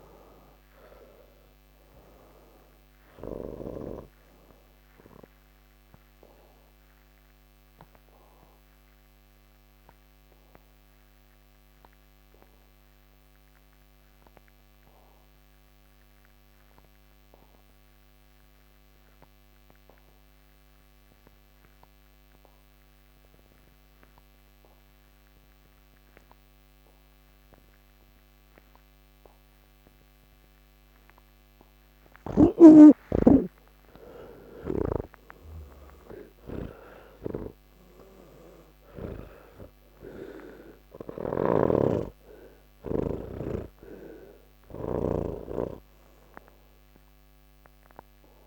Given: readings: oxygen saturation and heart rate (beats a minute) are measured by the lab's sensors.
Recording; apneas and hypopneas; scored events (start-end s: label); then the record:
breathing in sleep by a microphone on the trachea; 1
0.00-17.50 s: oxygen desaturation (device-marked, oxygen 78% lowest, heart rate 28 extreme)
6.00-30.50 s: obstructive apnea (oxygen 96% before, 78% lowest, heart rate 88 before, 28 extreme)
18.50-48.47 s: new sleep stage, N1 (lightest sleep)
28.50-48.47 s: oxygen desaturation (device-marked, oxygen 100% before, 81% lowest)
41.50-45.50 s: snoring (device-marked)
From the record:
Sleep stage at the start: N3 (deep sleep); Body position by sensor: on the back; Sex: male